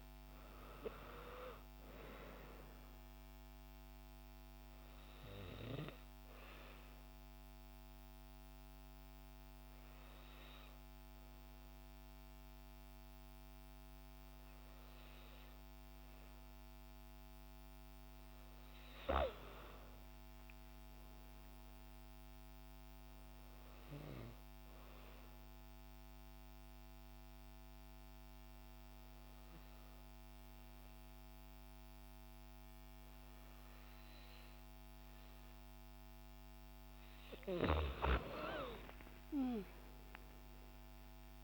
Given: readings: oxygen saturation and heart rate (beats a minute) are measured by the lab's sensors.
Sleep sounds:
breathing in sleep by a microphone on the trachea; 2
3.00-22.00 s: oxygen desaturation (device-marked, oxygen 95% before, 90% lowest, heart rate 188 before, 138 extreme)
6.00-17.50 s: hypopnea (oxygen 96% before, 90% lowest, heart rate 189 before, 138 extreme, up 33 after)
19.00-23.00 s: arousal
26.00-37.00 s: hypopnea (oxygen 97% before, 93% lowest, heart rate 182 before, 138 extreme)
38.00-41.44 s: arousal
From the record:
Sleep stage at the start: N2 (light sleep); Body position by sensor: on the back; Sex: female

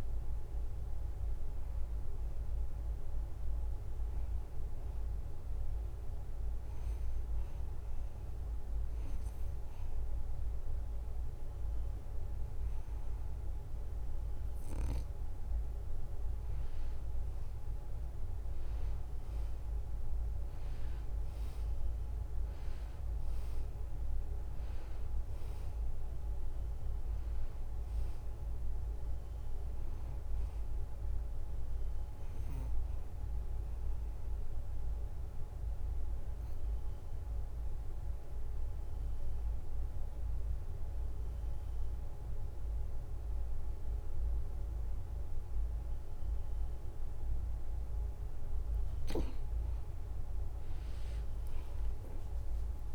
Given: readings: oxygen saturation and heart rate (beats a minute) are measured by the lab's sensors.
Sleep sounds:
breathing in sleep, hard to hear, by a room microphone; 2
0.00-6.50 s: oxygen desaturation (device-marked, oxygen 90% lowest, heart rate 71 extreme)
6.50-17.00 s: hypopnea (oxygen 95% before, 88% lowest, heart rate 73 before, 70 extreme, up 2 after)
20.50-24.00 s: arousal
21.50-39.50 s: oxygen desaturation (device-marked, oxygen 94% before, 89% lowest, heart rate 72 before, 69 extreme)
34.50-48.00 s: obstructive apnea (oxygen 94% before, 88% lowest, heart rate 73 before, 69 extreme, up 2 after)
51.50-52.95 s: arousal
From the record:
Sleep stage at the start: N2 (light sleep); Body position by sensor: on the back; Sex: male

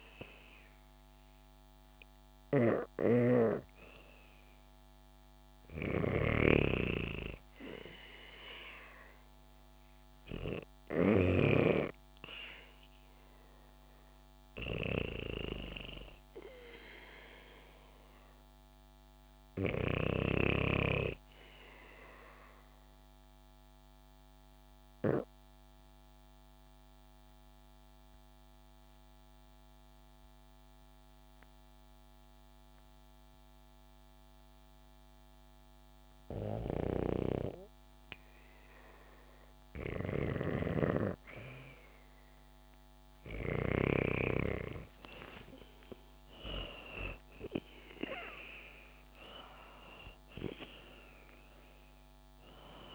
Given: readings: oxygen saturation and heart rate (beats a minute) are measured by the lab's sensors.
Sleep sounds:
breathing in sleep by a microphone on the trachea; 1
0.00-10.50 s: snoring (device-marked)
21.00-34.50 s: obstructive apnea (oxygen 96% before, 92% lowest, heart rate 75 before, 63 extreme)
36.00-43.00 s: snoring (device-marked)
43.50-52.95 s: oxygen desaturation (device-marked, oxygen 96% before, 92% lowest, heart rate 66 before, 58 extreme)
44.00-49.00 s: arousal
From the record:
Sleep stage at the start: REM sleep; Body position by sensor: on the back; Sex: female

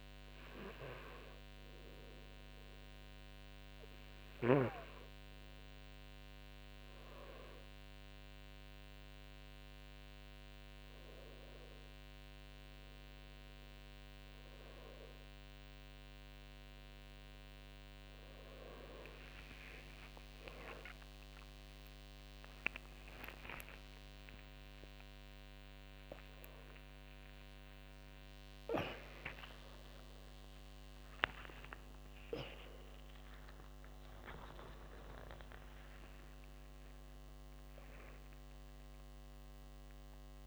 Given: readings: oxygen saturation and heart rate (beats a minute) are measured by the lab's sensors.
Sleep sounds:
a person partly awake in a sleep study, by a microphone on the trachea; none
29.00-40.47 s: new sleep stage, awake
From the record:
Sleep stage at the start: N1 (lightest sleep); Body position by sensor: on the back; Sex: male

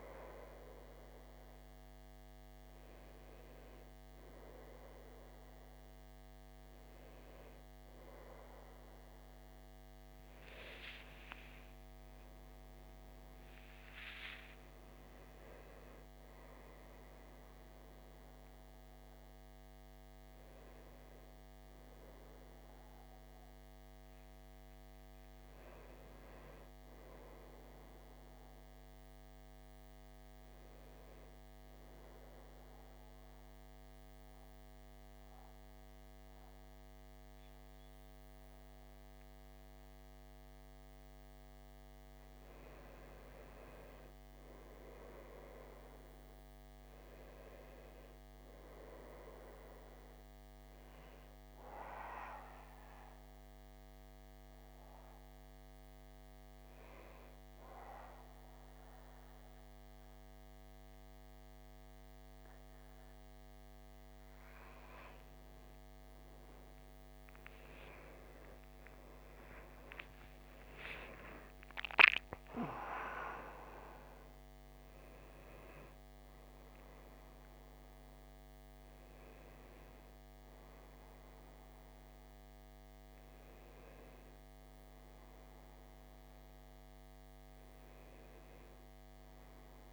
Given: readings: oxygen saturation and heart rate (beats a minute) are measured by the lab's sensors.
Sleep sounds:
breathing in sleep by a microphone on the trachea; 2
27.00-30.50 s: arousal
33.00-43.00 s: central apnea (oxygen 95% before, 90% lowest, heart rate 67 before, 59 extreme, up 6 after)
45.50-48.50 s: arousal
51.50-64.00 s: hypopnea (oxygen 96% before, 90% lowest, heart rate 61 before, 59 extreme)
53.00-65.00 s: oxygen desaturation (device-marked, oxygen 95% before, 90% lowest, heart rate 61 before, 59 extreme)
67.50-72.00 s: arousal
76.00-89.93 s: oxygen desaturation (device-marked, oxygen 95% before, 90% lowest, heart rate 84 before, 57 extreme)
From the record:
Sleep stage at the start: N1 (lightest sleep); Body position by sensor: on the back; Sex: male

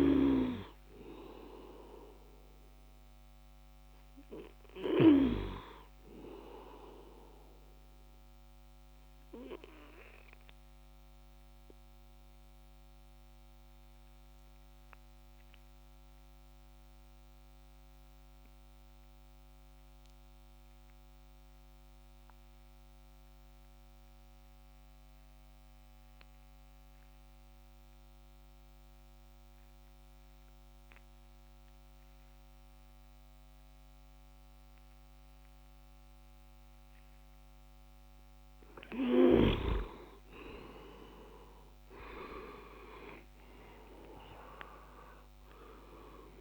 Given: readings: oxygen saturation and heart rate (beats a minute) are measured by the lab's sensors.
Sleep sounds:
breathing in sleep by a microphone on the trachea; 1
0.00-20.50 s: oxygen desaturation (device-marked, oxygen 91% lowest, heart rate 112 extreme)
8.00-38.50 s: obstructive apnea (oxygen 99% before, 90% lowest, heart rate 156 before, 112 extreme, up 49 after)
35.50-46.41 s: oxygen desaturation (device-marked, oxygen 99% before, 90% lowest, heart rate 163 before, 135 extreme)
40.50-44.00 s: arousal
From the record:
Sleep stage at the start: N2 (light sleep); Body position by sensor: on the back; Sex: male

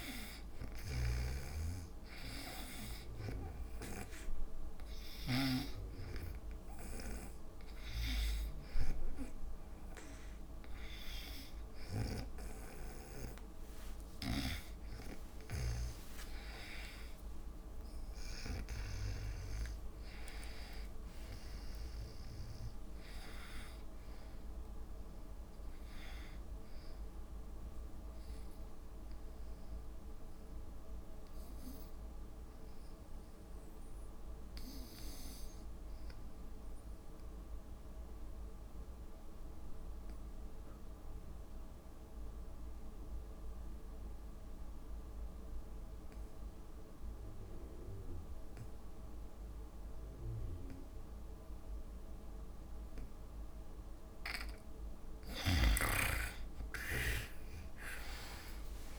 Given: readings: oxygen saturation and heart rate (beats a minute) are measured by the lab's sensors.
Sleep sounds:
breathing in sleep by a room microphone; 1
0.00-20.50 s: oxygen desaturation (device-marked, oxygen 87% lowest, heart rate 59 extreme)
13.50-20.50 s: tachycardia (device-marked, heart rate 74 before, 127 extreme)
15.50-17.50 s: long interval between heartbeats (device-marked, heart rate 64 before, 84 extreme)
20.50-22.50 s: long interval between heartbeats (device-marked, heart rate 76 before, 120 extreme)
25.50-29.50 s: arousal
32.50-54.50 s: obstructive apnea (oxygen 96% before, 71% lowest, heart rate 89 before, 59 extreme, up 22 after)
46.50-58.99 s: oxygen desaturation (device-marked, oxygen 97% before, 71% lowest, heart rate 65 before, 59 extreme)
55.50-58.99 s: snoring (device-marked)
From the record:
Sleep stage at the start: N2 (light sleep); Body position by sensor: on the back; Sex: female

